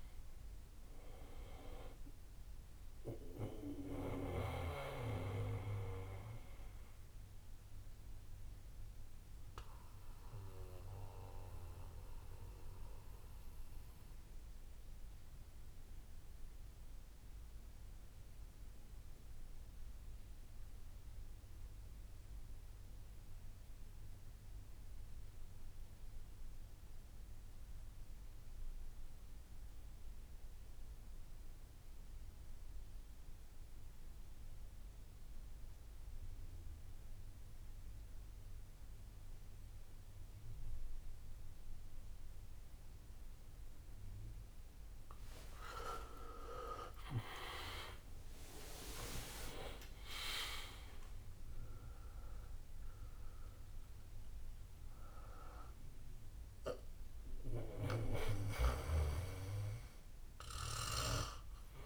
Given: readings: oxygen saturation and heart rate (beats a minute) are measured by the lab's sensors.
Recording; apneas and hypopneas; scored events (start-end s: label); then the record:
breathing in sleep by a room microphone; 1
0.00-3.50 s: snoring (device-marked)
0.00-7.50 s: drop in pulse transit time (device-marked, heart rate 65 extreme)
0.00-19.50 s: oxygen desaturation (device-marked, oxygen 85% lowest, heart rate 55 extreme)
5.50-17.50 s: bradycardia (device-marked, heart rate 70 before, 55 extreme)
7.50-44.00 s: mixed apnea (oxygen 98% before, 82% lowest, heart rate 77 before, 55 extreme)
32.50-34.50 s: bradycardia (device-marked, heart rate 70 before, 59 extreme)
35.50-61.86 s: oxygen desaturation (device-marked, oxygen 99% before, 82% lowest, heart rate 60 before, 55 extreme)
36.50-38.50 s: bradycardia (device-marked, heart rate 70 before, 59 extreme)
43.50-52.50 s: tachycardia (device-marked, heart rate 70 before, 163 extreme)
45.00-50.50 s: arousal
46.50-48.50 s: long interval between heartbeats (device-marked, heart rate 62 before, 104 extreme)
47.50-60.50 s: drop in pulse transit time (device-marked, heart rate 64 before, 63 extreme)
50.00-52.00 s: long interval between heartbeats (device-marked, heart rate 71 before, 159 extreme)
58.50-61.86 s: bradycardia (device-marked, heart rate 71 before, 58 extreme)
From the record:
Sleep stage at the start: N2 (light sleep); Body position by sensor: on the back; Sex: male